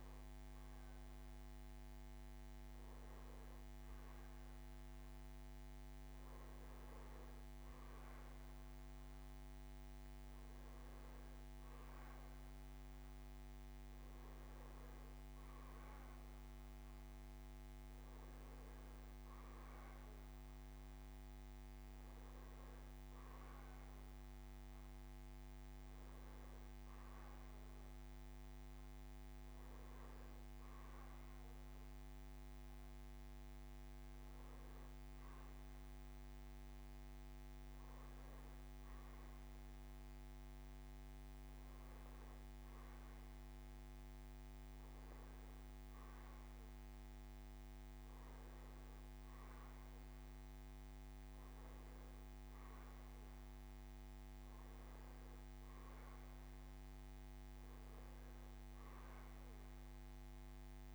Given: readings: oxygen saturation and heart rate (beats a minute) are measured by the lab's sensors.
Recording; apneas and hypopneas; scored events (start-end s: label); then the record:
breathing in sleep, hard to hear, by a microphone on the trachea; none
none scored
From the record:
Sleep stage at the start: N2 (light sleep); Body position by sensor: on the back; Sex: male